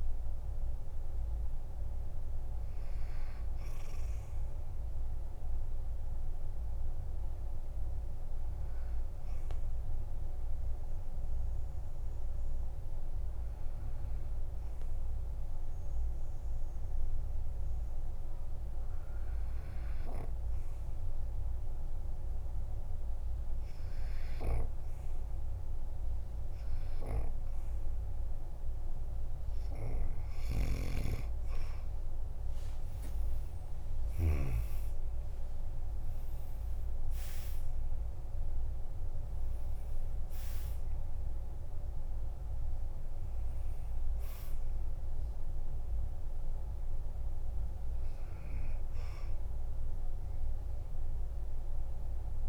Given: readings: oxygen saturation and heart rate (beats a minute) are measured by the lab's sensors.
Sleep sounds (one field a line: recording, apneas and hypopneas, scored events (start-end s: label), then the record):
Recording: breathing in sleep, hard to hear, by a room microphone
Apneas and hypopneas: 1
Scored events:
0.00-14.50 s: oxygen desaturation (device-marked, oxygen 93% lowest, heart rate 46 extreme)
10.50-27.50 s: obstructive apnea (oxygen 98% before, 94% lowest, heart rate 54 before, 47 extreme, up 30 after)
32.00-36.00 s: arousal
33.00-35.00 s: long interval between heartbeats (device-marked, heart rate 49 before, 70 extreme)
From the record:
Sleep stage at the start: N2 (light sleep)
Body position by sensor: on the back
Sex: male